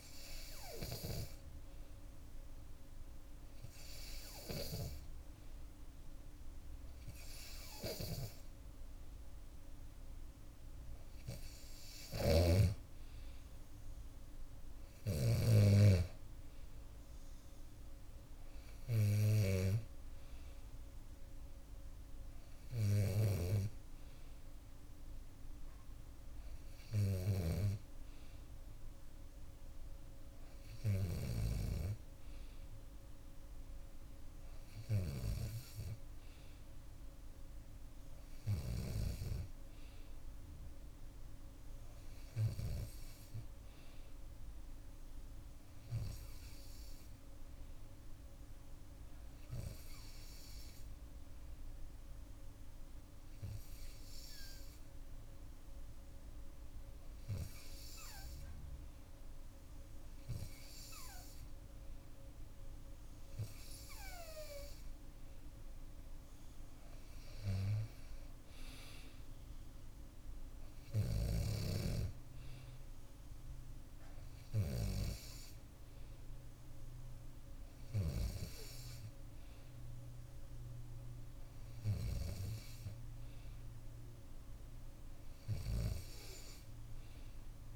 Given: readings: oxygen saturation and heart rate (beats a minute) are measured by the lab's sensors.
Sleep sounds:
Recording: breathing in sleep by a room microphone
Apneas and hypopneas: none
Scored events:
11.50-15.00 s: snoring (device-marked)
20.00-24.00 s: arousal
From the record:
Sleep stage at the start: N2 (light sleep)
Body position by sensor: on the back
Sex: female

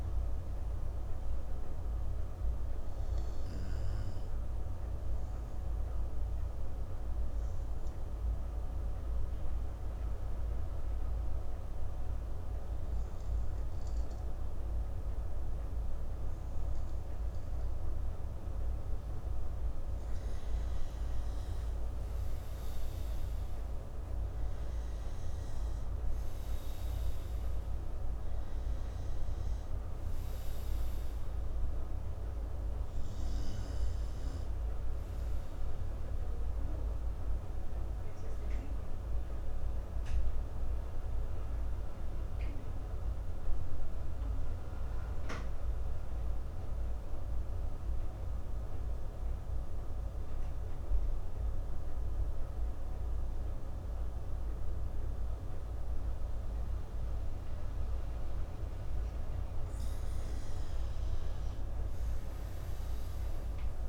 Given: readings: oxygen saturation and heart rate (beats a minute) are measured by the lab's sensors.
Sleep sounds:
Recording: a person partly awake in a sleep study, hard to hear, by a room microphone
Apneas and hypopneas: 1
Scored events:
30.00-63.89 s: new sleep stage, N2 (light sleep)
36.50-58.50 s: obstructive apnea (oxygen 99% before, 89% lowest, heart rate 68 before, 63 extreme, up 5 after)
61.50-63.89 s: arousal
From the record:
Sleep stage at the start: awake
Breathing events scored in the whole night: 415 in 6.0 hours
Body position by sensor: on the right side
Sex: male

